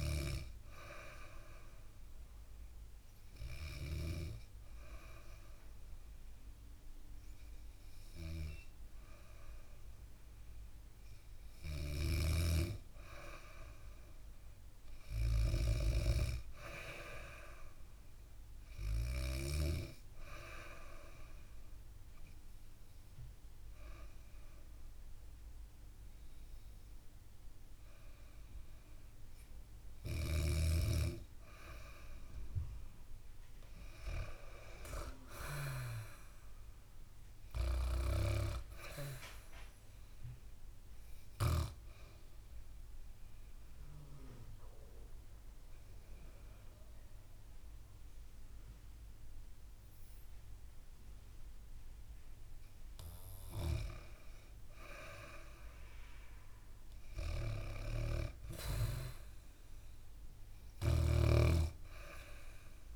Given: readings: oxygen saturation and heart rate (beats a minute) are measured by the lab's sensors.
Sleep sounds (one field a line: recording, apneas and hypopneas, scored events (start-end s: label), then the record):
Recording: breathing in sleep by a room microphone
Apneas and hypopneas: 2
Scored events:
11.00-19.00 s: snoring (device-marked)
20.50-30.50 s: hypopnea (oxygen 95% before, 92% lowest, heart rate 68 before, 65 extreme, up 2 after)
34.50-38.00 s: arousal
37.50-53.50 s: oxygen desaturation (device-marked, oxygen 96% before, 92% lowest, heart rate 68 before, 61 extreme)
42.00-53.50 s: mixed apnea (oxygen 96% before, 92% lowest, heart rate 69 before, 61 extreme, up 0 after)
55.50-59.50 s: arousal
From the record:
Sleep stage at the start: N2 (light sleep)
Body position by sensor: on the back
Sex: female